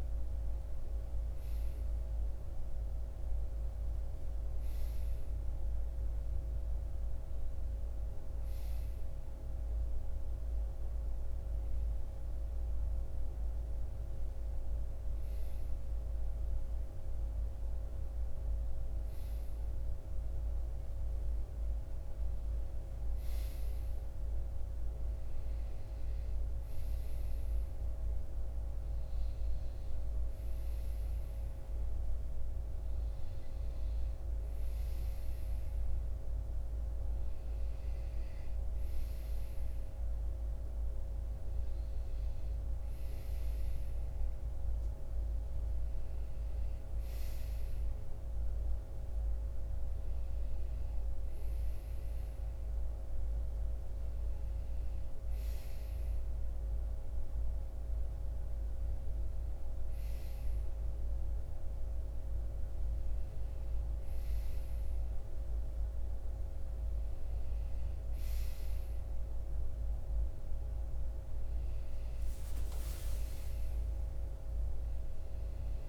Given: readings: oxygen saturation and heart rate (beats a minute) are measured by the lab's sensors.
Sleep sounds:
breathing in sleep, hard to hear, by a room microphone; none
73.50-75.89 s: arousal
From the record:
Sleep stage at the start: REM sleep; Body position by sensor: on the right side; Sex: male

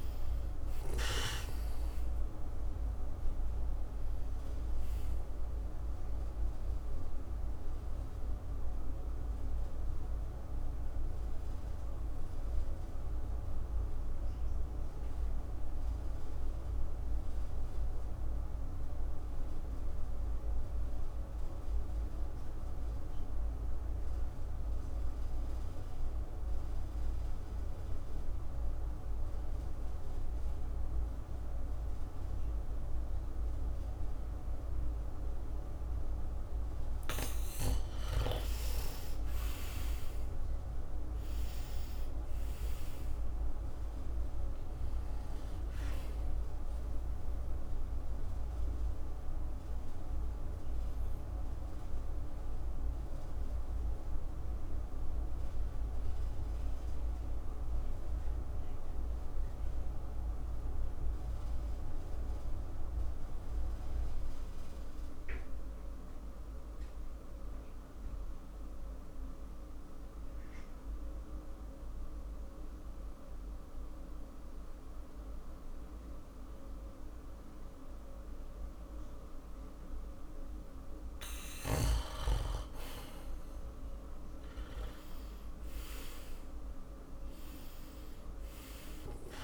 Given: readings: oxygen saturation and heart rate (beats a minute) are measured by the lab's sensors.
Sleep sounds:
breathing in sleep by a room microphone; 2
0.00-25.00 s: oxygen desaturation (device-marked, oxygen 90% lowest, heart rate 53 extreme)
7.50-37.00 s: obstructive apnea (oxygen 99% before, 90% lowest, heart rate 60 before, 52 extreme, up 8 after)
38.50-43.50 s: arousal
48.00-80.50 s: mixed apnea (oxygen 99% before, 89% lowest, heart rate 59 before, 52 extreme, up 9 after)
56.00-72.00 s: oxygen desaturation (device-marked, oxygen 97% before, 90% lowest, heart rate 59 before, 54 extreme)
83.50-87.50 s: arousal
86.00-89.44 s: oxygen desaturation (device-marked, oxygen 98% before, 89% lowest, heart rate 58 before, 54 extreme)
From the record:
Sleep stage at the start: N2 (light sleep); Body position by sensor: on the back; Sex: male

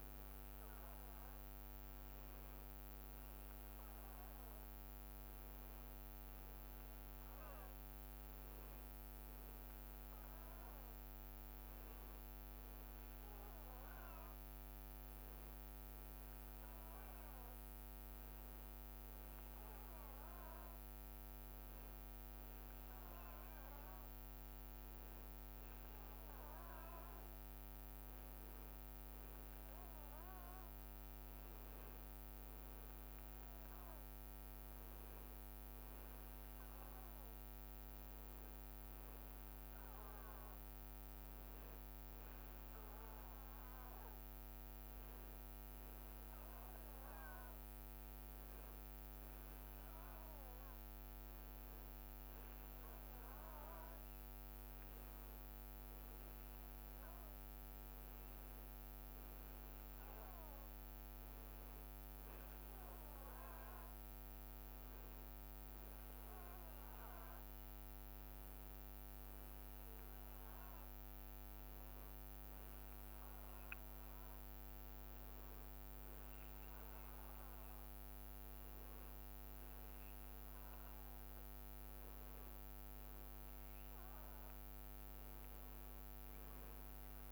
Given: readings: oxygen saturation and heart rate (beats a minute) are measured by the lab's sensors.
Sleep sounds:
breathing in sleep, hard to hear, by a microphone on the trachea; none
none scored
From the record:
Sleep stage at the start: N1 (lightest sleep); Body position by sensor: on the back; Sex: male

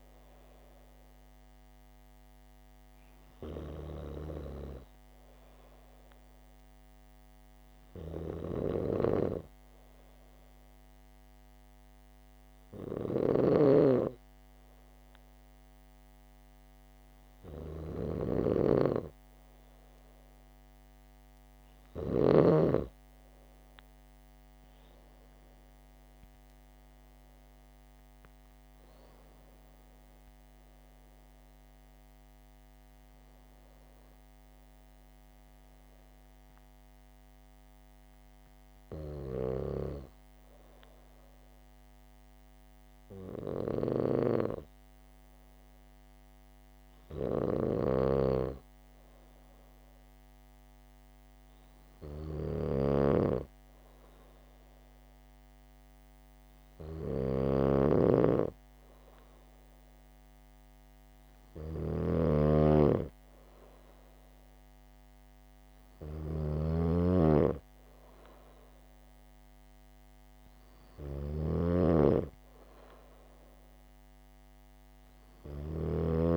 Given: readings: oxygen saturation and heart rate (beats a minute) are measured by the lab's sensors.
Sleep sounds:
breathing in sleep by a microphone on the trachea; 2
7.00-19.50 s: hypopnea (oxygen 97% before, 95% lowest, heart rate 70 before, 68 extreme, up 7 after)
8.00-22.50 s: snoring (device-marked)
28.00-31.50 s: arousal
38.00-51.00 s: hypopnea (oxygen 97% before, 95% lowest, heart rate 74 before, 70 extreme, up 0 after)
39.50-76.37 s: snoring (device-marked)
54.00-57.50 s: arousal
From the record:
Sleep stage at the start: N2 (light sleep); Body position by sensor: on the back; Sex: female

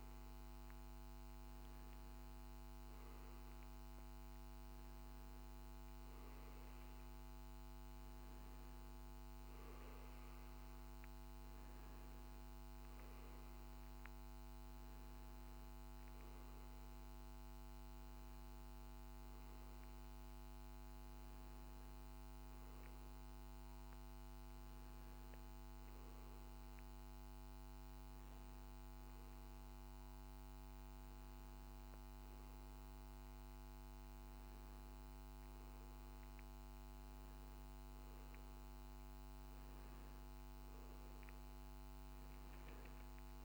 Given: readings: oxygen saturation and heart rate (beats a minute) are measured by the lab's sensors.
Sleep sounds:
breathing in sleep, hard to hear, by a microphone on the trachea; none
none scored
From the record:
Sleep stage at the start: N2 (light sleep); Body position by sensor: on the back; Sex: male

